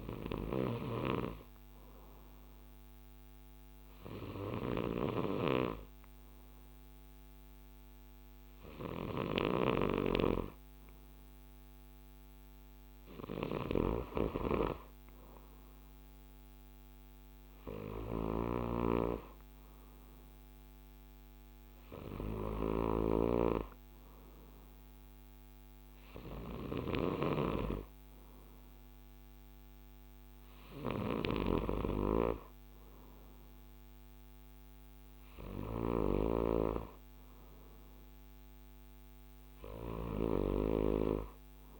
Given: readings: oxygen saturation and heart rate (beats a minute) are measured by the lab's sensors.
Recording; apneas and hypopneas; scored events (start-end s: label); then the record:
breathing in sleep by a microphone on the trachea; none
0.00-5.50 s: snoring (device-marked)
13.50-36.00 s: snoring (device-marked)
From the record:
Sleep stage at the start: N2 (light sleep); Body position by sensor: on the right side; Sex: male